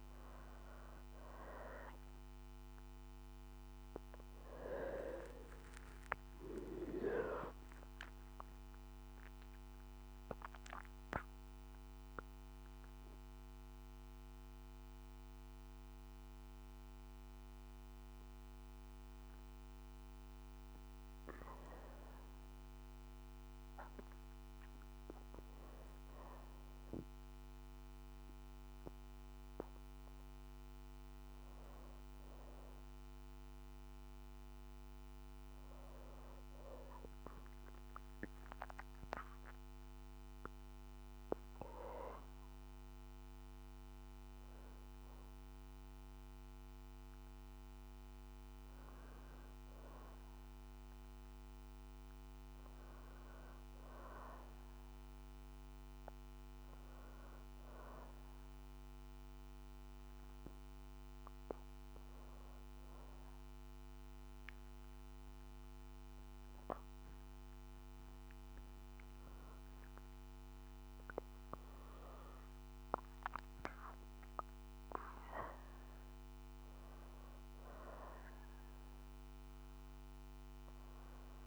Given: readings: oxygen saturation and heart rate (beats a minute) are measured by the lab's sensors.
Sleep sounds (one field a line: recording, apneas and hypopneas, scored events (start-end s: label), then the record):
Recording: a person partly awake in a sleep study, by a microphone on the trachea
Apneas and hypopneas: 1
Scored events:
1.50-12.50 s: oxygen desaturation (device-marked, oxygen 95% before, 92% lowest, heart rate 63 before, 61 extreme)
18.50-81.47 s: new sleep stage, N2 (light sleep)
37.50-50.00 s: hypopnea (oxygen 99% before, 91% lowest, heart rate 62 before, 60 extreme)
52.00-56.00 s: arousal
53.50-68.50 s: oxygen desaturation (device-marked, oxygen 96% before, 92% lowest, heart rate 64 before, 61 extreme)
78.50-81.47 s: oxygen desaturation (device-marked, oxygen 95% before, 91% lowest, heart rate 67 before, 62 extreme)
From the record:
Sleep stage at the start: awake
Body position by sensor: on the back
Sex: female